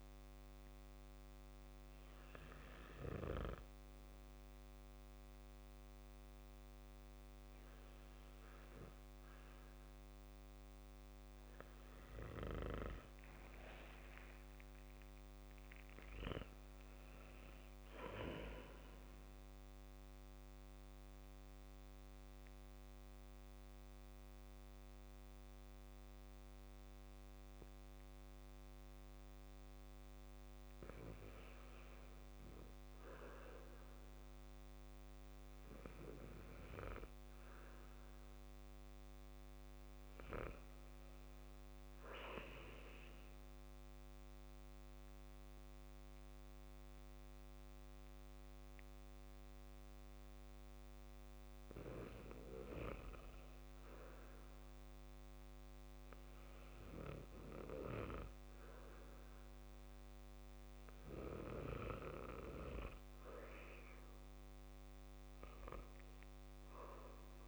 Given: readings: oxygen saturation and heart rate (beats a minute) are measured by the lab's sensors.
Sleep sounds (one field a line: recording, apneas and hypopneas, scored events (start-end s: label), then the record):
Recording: breathing in sleep by a microphone on the trachea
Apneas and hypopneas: 2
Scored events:
19.00-30.00 s: central apnea (oxygen 95% before, 88% lowest, heart rate 67 before, 60 extreme, up 8 after)
34.50-38.50 s: arousal
45.00-55.00 s: obstructive apnea (oxygen 94% before, 88% lowest, heart rate 65 before, 70 extreme, up 6 after)
58.00-61.50 s: arousal
66.00-67.48 s: oxygen desaturation (device-marked, oxygen 93% before, 88% lowest, heart rate 70 before, 68 extreme)
From the record:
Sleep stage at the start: N2 (light sleep)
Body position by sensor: on the back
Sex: male